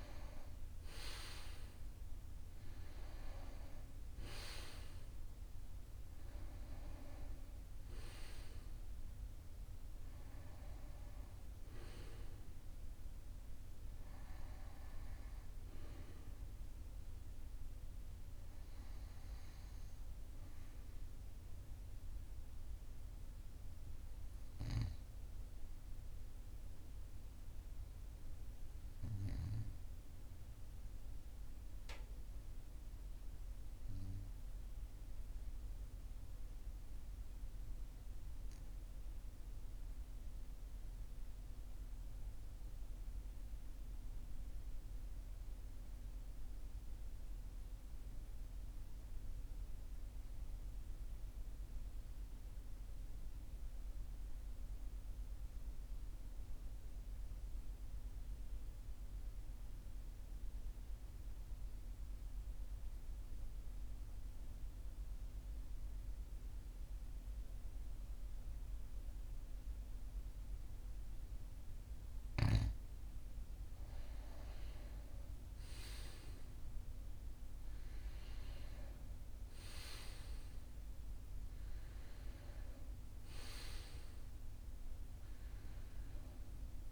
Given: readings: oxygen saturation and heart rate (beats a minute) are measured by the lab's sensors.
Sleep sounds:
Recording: breathing in sleep by a room microphone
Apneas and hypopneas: 1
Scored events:
0.00-31.00 s: oxygen desaturation (device-marked, oxygen 81% lowest, heart rate 42 extreme)
35.00-72.50 s: obstructive apnea (oxygen 100% before, 88% lowest, heart rate 46 before, 43 extreme, up 5 after)
58.00-86.92 s: oxygen desaturation (device-marked, oxygen 99% before, 88% lowest, heart rate 43 before, 42 extreme)
73.50-78.00 s: arousal
From the record:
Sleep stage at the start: REM sleep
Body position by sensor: on the right side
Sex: male

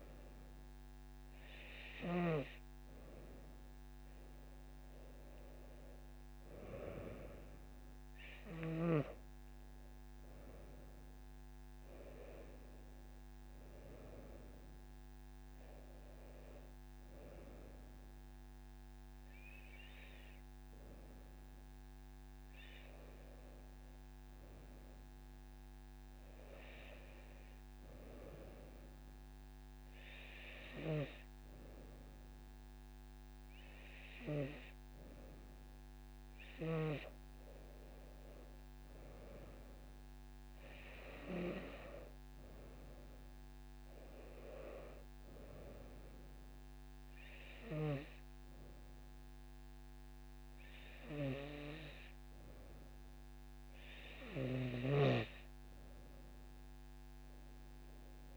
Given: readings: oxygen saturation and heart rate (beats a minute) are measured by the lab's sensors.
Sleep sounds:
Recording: breathing in sleep by a microphone on the trachea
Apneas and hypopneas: none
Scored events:
none scored
From the record:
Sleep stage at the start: N2 (light sleep)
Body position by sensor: on the right side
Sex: female

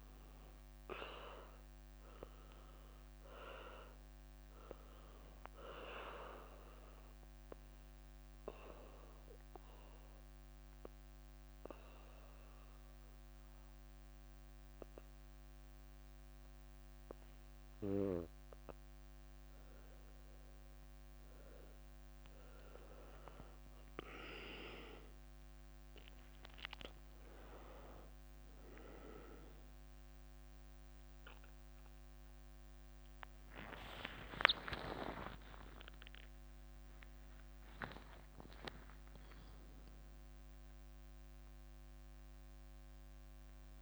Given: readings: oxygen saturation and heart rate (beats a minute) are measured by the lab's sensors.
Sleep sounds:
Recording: a person partly awake in a sleep study, by a microphone on the trachea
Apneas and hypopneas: 1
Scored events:
7.00-20.00 s: mixed apnea (oxygen 96% before, 92% lowest, heart rate 69 before, 64 extreme, up 15 after)
22.50-31.50 s: leg movement (device-marked)
27.50-43.82 s: new sleep stage, awake
29.50-43.82 s: oxygen desaturation (device-marked, oxygen 96% before, 92% lowest, heart rate 69 before, 66 extreme)
From the record:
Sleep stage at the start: N2 (light sleep)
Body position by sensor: on the back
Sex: female

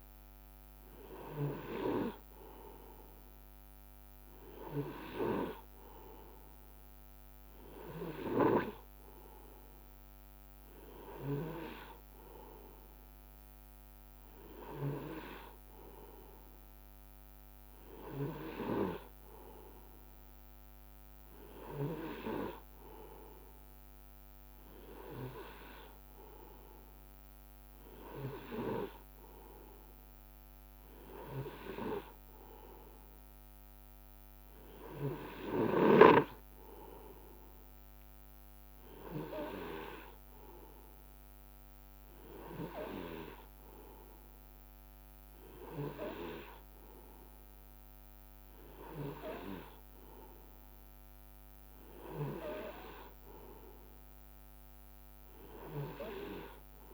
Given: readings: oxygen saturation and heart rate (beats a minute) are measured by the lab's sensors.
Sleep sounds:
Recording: breathing in sleep by a microphone on the trachea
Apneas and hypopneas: none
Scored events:
none scored
From the record:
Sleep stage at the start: N2 (light sleep)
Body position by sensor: on the right side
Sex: male

